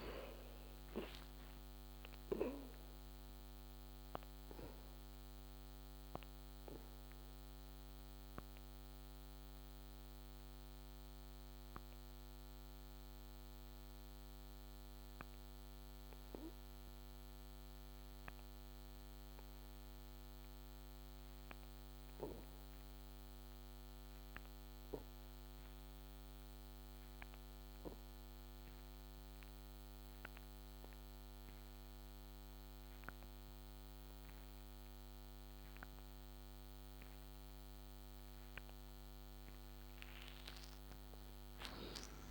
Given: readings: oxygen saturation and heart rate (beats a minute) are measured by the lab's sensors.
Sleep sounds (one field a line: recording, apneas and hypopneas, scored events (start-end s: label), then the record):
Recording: breathing in sleep by a microphone on the trachea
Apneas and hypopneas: 1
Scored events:
3.50-37.50 s: obstructive apnea (oxygen 86% before, 56% lowest, heart rate 73 before, 66 extreme, up 14 after)
27.50-42.31 s: oxygen desaturation (device-marked, oxygen 94% before, 56% lowest, heart rate 71 before, 66 extreme)
From the record:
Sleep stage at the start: N2 (light sleep)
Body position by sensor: on the back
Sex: male